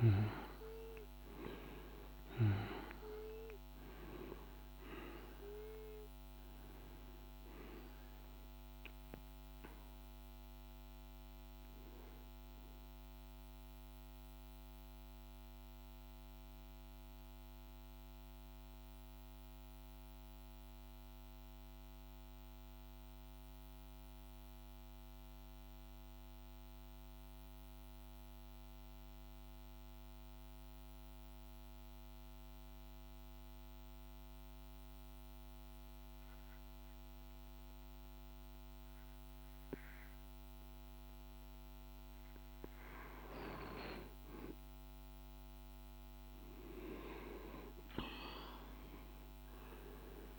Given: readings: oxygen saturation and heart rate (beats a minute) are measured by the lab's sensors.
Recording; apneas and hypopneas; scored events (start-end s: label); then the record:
breathing in sleep by a microphone on the trachea; 1
0.00-24.50 s: oxygen desaturation (device-marked, oxygen 90% lowest, heart rate 49 extreme)
11.00-41.50 s: mixed apnea (oxygen 98% before, 88% lowest, heart rate 55 before, 49 extreme, up 3 after)
34.50-50.39 s: oxygen desaturation (device-marked, oxygen 100% before, 88% lowest, heart rate 50 before, 48 extreme)
47.50-50.39 s: arousal
From the record:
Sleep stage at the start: N2 (light sleep); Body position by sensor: on the right side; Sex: male